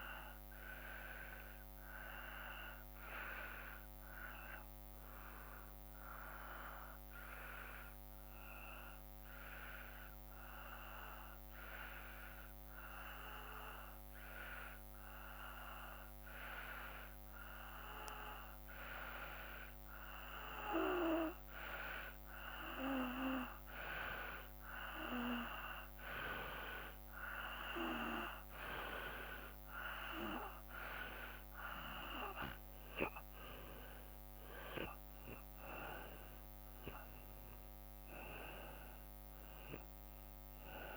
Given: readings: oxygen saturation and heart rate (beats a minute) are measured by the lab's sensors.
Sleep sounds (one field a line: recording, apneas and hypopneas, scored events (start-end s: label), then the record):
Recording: breathing in sleep by a microphone on the trachea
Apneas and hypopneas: 1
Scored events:
0.00-7.00 s: oxygen desaturation (device-marked, oxygen 92% lowest, heart rate 54 extreme)
2.00-17.50 s: hypopnea (oxygen 96% before, 91% lowest, heart rate 55 before, 54 extreme, up 3 after)
20.50-24.00 s: arousal
23.00-40.00 s: oxygen desaturation (device-marked, oxygen 95% before, 91% lowest, heart rate 55 before, 54 extreme)
From the record:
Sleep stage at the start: N2 (light sleep)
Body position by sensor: on the back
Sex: male